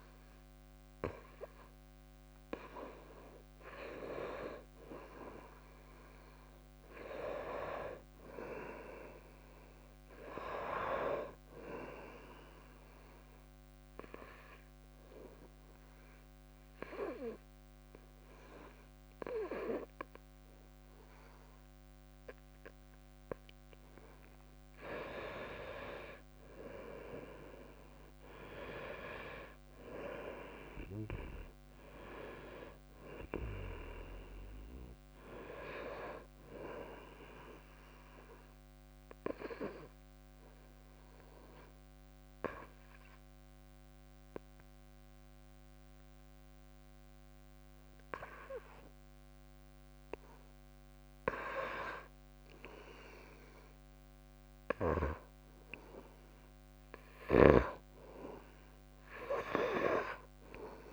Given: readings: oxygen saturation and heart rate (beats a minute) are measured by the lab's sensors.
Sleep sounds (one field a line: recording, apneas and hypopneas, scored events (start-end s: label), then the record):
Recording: breathing in sleep by a microphone on the trachea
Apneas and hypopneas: 2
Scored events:
0.00-4.00 s: oxygen desaturation (device-marked, oxygen 92% lowest, heart rate 67 extreme)
1.00-6.00 s: tachycardia (device-marked, heart rate 74 before, 109 extreme)
2.00-4.00 s: long interval between heartbeats (device-marked, heart rate 71 before, 80 extreme)
13.00-24.50 s: obstructive apnea (oxygen 97% before, 87% lowest, heart rate 82 before, 58 extreme, up 29 after)
21.50-23.50 s: long interval between heartbeats (device-marked, heart rate 81 before, 77 extreme)
23.50-25.50 s: long interval between heartbeats (device-marked, heart rate 82 before, 83 extreme)
28.00-60.93 s: new sleep stage, N2 (light sleep)
28.50-33.00 s: arousal
31.00-47.00 s: oxygen desaturation (device-marked, oxygen 94% before, 87% lowest, heart rate 77 before, 58 extreme)
32.00-50.00 s: drop in pulse transit time (device-marked, heart rate 77 before, 58 extreme)
39.50-56.50 s: obstructive apnea (oxygen 96% before, 87% lowest, heart rate 77 before, 61 extreme, up 3 after)
58.50-60.93 s: arousal
59.00-60.93 s: oxygen desaturation (device-marked, oxygen 97% before, 89% lowest, heart rate 62 before, 64 extreme)
From the record:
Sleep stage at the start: N1 (lightest sleep)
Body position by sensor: on the front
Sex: female